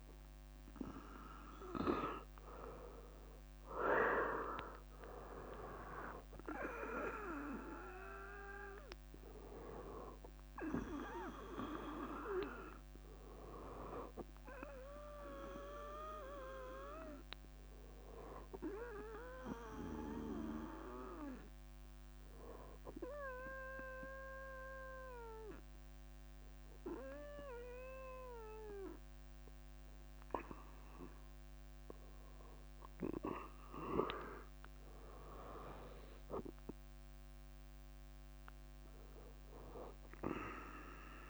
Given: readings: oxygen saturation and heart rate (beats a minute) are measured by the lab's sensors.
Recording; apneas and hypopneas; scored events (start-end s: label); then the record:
breathing in sleep by a microphone on the trachea; 1
0.00-2.50 s: arousal
20.00-32.00 s: hypopnea (oxygen 98% before, 96% lowest, heart rate 66 before, 62 extreme, up 4 after)
34.00-37.50 s: arousal
From the record:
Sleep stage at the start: REM sleep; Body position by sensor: on the right side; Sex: female